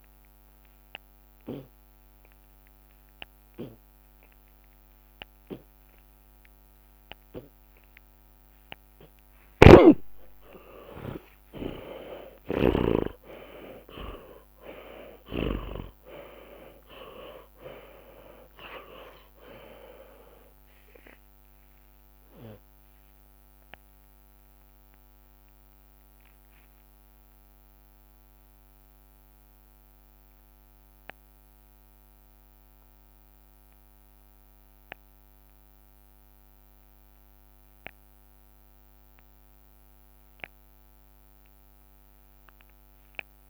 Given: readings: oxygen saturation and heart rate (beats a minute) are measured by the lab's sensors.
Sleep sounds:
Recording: breathing in sleep by a microphone on the trachea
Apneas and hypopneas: 1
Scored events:
0.00-1.00 s: long interval between heartbeats (device-marked, heart rate 58 extreme)
1.50-3.50 s: long interval between heartbeats (device-marked, heart rate 44 before, 59 extreme)
4.50-6.50 s: drop in pulse transit time (device-marked, heart rate 48 before, 46 extreme)
5.50-7.50 s: long interval between heartbeats (device-marked, heart rate 49 before, 53 extreme)
9.50-11.50 s: long interval between heartbeats (device-marked, heart rate 54 before, 79 extreme)
9.50-13.00 s: snoring (device-marked)
10.00-14.50 s: arousal
15.50-17.50 s: long interval between heartbeats (device-marked, heart rate 58 before, 41 extreme)
23.00-37.00 s: obstructive apnea (oxygen 99% before, 73% lowest)
39.50-43.50 s: oxygen desaturation (device-marked, oxygen 96% before, 73% lowest)
From the record:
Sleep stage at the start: N2 (light sleep)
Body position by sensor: on the left side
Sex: male

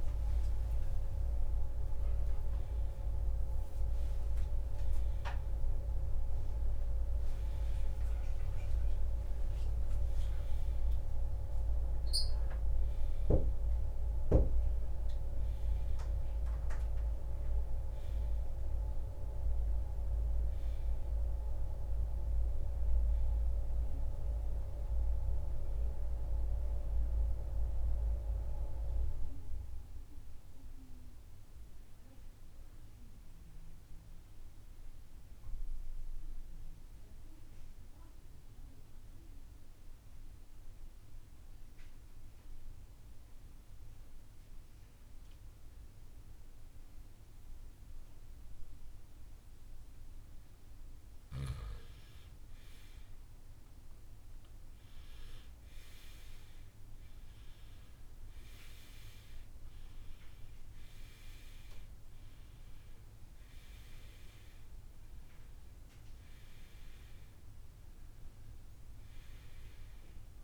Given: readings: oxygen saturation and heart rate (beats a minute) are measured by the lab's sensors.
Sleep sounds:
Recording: breathing in sleep by a room microphone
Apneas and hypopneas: 1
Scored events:
0.00-2.00 s: arousal
29.50-50.50 s: mixed apnea (oxygen 89% before, 81% lowest, heart rate 76 before, 52 extreme)
52.00-56.50 s: arousal
55.00-70.44 s: oxygen desaturation (device-marked, oxygen 95% before, 81% lowest, heart rate 66 before, 60 extreme)
From the record:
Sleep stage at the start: REM sleep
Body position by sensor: on the right side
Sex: male

